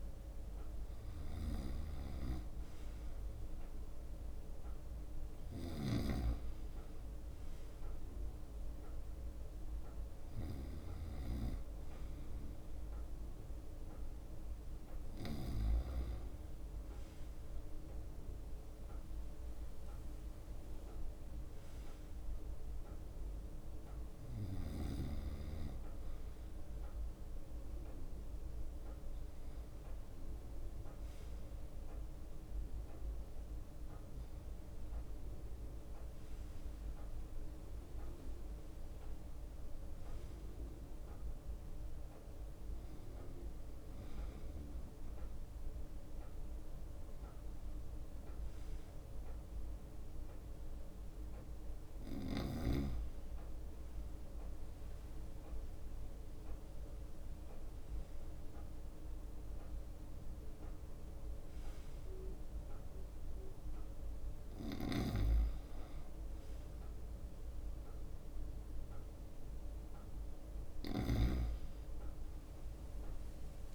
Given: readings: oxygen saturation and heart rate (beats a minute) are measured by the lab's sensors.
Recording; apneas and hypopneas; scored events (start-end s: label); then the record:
breathing in sleep by a room microphone; none
0.00-1.50 s: leg movement (device-marked)
23.50-33.00 s: leg movement (device-marked)
24.00-30.00 s: bradycardia (device-marked, heart rate 68 before, 56 extreme)
25.00-27.00 s: long interval between heartbeats (device-marked, heart rate 67 before, 67 extreme)
38.00-44.00 s: leg movement (device-marked)
56.50-62.50 s: leg movement (device-marked)
From the record:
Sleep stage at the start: N2 (light sleep); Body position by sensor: on the right side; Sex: male